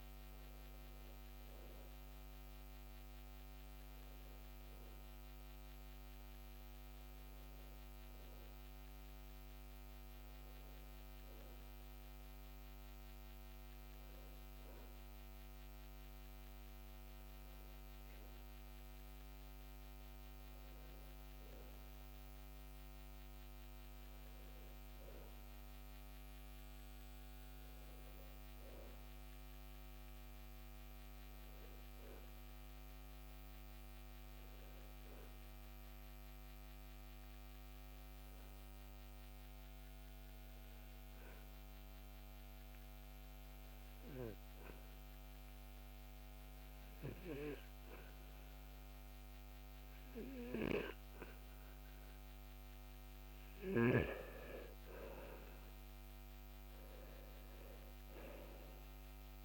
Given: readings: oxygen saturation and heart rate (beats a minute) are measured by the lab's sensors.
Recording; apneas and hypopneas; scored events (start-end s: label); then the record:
breathing in sleep by a microphone on the trachea; 1
36.50-53.50 s: obstructive apnea (oxygen 95% before, 89% lowest, heart rate 66 before, 61 extreme, up 7 after)
55.00-58.50 s: arousal
57.00-59.45 s: oxygen desaturation (device-marked, oxygen 94% before, 89% lowest, heart rate 66 before, 59 extreme)
From the record:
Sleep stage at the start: N2 (light sleep); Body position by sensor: on the back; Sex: male